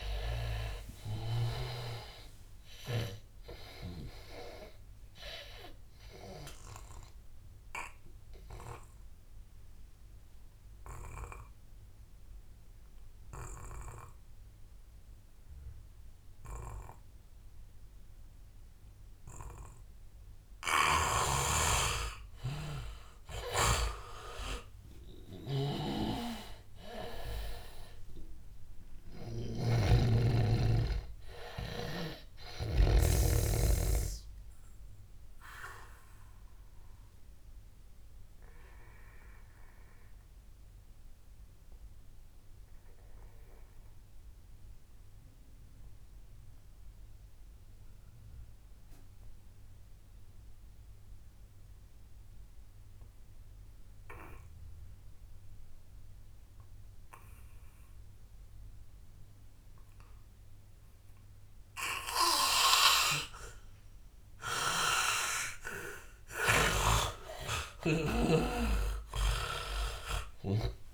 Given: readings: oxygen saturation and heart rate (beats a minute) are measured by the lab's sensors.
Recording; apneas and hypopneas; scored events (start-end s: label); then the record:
breathing in sleep by a room microphone; 2
0.00-12.50 s: oxygen desaturation (device-marked, oxygen 80% lowest, heart rate 90 extreme)
5.50-21.50 s: obstructive apnea (oxygen 99% before, 80% lowest, heart rate 90 before, 85 extreme, up 5 after)
23.50-33.00 s: snoring (device-marked)
24.50-28.00 s: arousal
24.50-42.50 s: oxygen desaturation (device-marked, oxygen 99% before, 87% lowest, heart rate 93 before, 76 extreme)
36.00-66.00 s: obstructive apnea (oxygen 99% before, 79% lowest, heart rate 93 before, 76 extreme, up 19 after)
53.50-70.94 s: oxygen desaturation (device-marked, oxygen 99% before, 80% lowest, heart rate 88 before, 76 extreme)
66.50-70.94 s: snoring (device-marked)
67.50-70.94 s: arousal
From the record:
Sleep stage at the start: N2 (light sleep); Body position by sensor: on the back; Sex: male